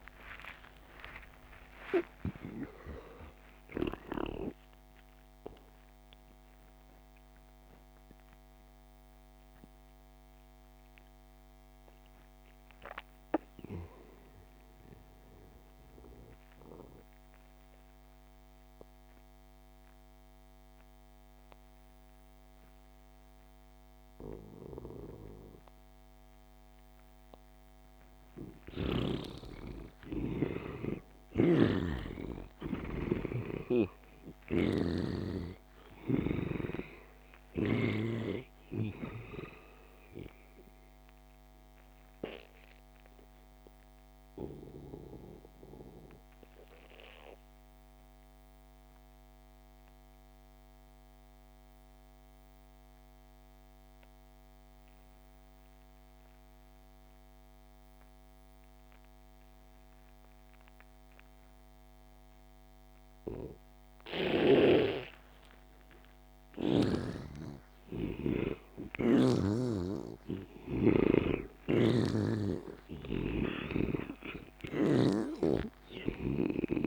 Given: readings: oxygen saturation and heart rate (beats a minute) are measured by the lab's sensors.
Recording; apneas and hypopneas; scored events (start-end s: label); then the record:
breathing in sleep by a microphone on the trachea; 2
0.00-2.00 s: arousal
0.00-16.50 s: oxygen desaturation (device-marked, oxygen 84% lowest)
16.00-28.50 s: obstructive apnea (oxygen 97% before, 84% lowest)
30.50-34.00 s: arousal
31.00-38.00 s: snoring (device-marked)
36.50-50.50 s: oxygen desaturation (device-marked, oxygen 98% before, 87% lowest)
40.00-66.00 s: obstructive apnea (oxygen 99% before, 84% lowest)
64.50-76.87 s: oxygen desaturation (device-marked, oxygen 98% before, 84% lowest)
67.00-71.00 s: arousal
71.50-76.87 s: snoring (device-marked)
From the record:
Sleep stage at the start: N2 (light sleep); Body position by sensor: on the back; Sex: male